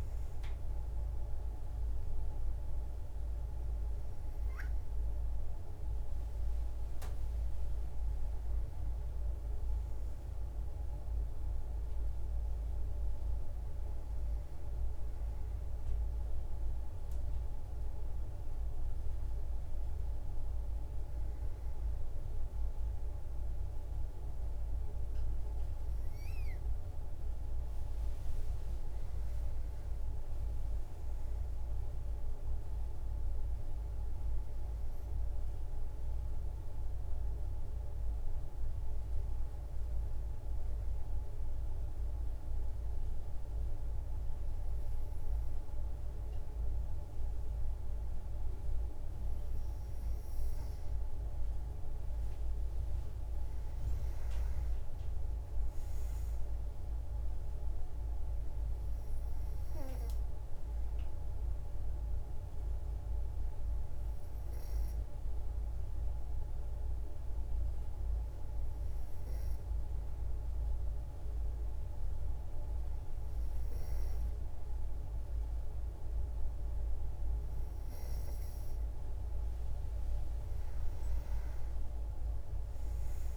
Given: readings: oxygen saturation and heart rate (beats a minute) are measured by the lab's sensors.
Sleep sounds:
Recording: breathing in sleep, hard to hear, by a room microphone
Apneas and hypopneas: 2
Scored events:
30.50-34.50 s: arousal
40.00-52.00 s: hypopnea (oxygen 96% before, 93% lowest, heart rate 81 before, 52 extreme, up 31 after)
54.50-58.00 s: arousal
62.50-77.50 s: hypopnea (oxygen 96% before, 93% lowest, heart rate 67 before, 52 extreme, up 51 after)
79.50-83.00 s: arousal
From the record:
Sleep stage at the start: N2 (light sleep)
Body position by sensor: on the back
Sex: female

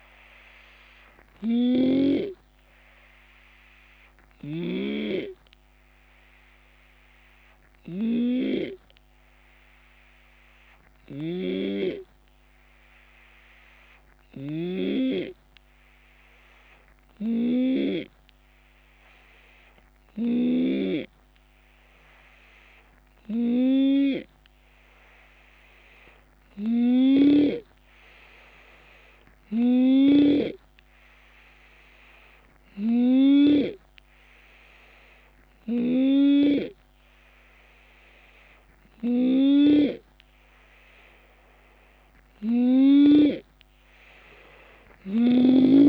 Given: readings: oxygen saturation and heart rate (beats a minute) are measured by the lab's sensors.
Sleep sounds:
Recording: breathing in sleep by a microphone on the trachea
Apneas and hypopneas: 1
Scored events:
0.00-1.50 s: oxygen desaturation (device-marked, oxygen 90% lowest, heart rate 65 extreme)
0.00-4.50 s: drop in pulse transit time (device-marked, heart rate 74 extreme)
0.00-4.50 s: snoring (device-marked)
1.50-40.50 s: hypopnea (oxygen 94% before, 87% lowest, heart rate 75 before, 65 extreme, up 5 after)
10.50-20.50 s: snoring (device-marked)
26.50-30.00 s: snoring (device-marked)
31.50-45.89 s: oxygen desaturation (device-marked, oxygen 94% before, 88% lowest, heart rate 69 before, 69 extreme)
39.00-45.00 s: snoring (device-marked)
From the record:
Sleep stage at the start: N2 (light sleep)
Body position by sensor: on the left side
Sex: male

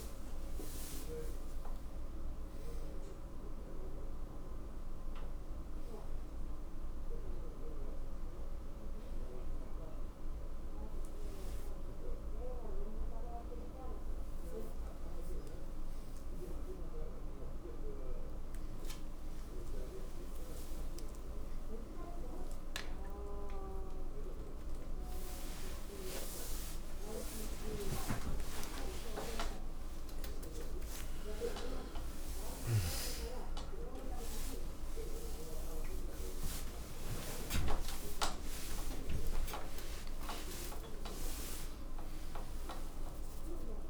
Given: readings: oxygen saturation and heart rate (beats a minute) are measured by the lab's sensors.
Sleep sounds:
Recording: a person awake in a sleep study, by a room microphone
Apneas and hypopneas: none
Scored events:
19.00-43.90 s: new sleep stage, awake
From the record:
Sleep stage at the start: N2 (light sleep)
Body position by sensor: on the back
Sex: male

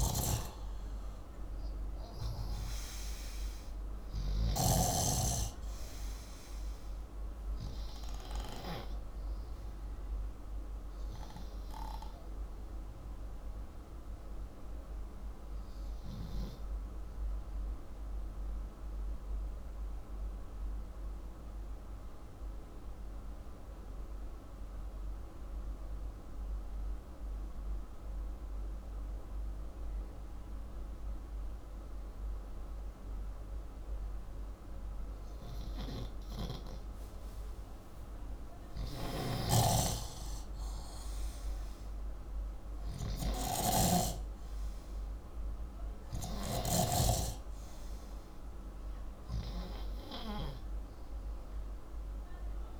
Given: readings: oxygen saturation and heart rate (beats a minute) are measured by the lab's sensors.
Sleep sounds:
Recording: breathing in sleep by a room microphone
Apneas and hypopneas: 1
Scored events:
0.00-4.00 s: snoring (device-marked)
11.00-19.00 s: oxygen desaturation (device-marked, oxygen 94% before, 91% lowest, heart rate 87 before, 73 extreme)
16.00-34.50 s: obstructive apnea (oxygen 94% before, 88% lowest, heart rate 85 before, 73 extreme)
37.00-42.00 s: arousal
38.50-46.50 s: snoring (device-marked)
From the record:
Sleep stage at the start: N2 (light sleep)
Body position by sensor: upright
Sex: male

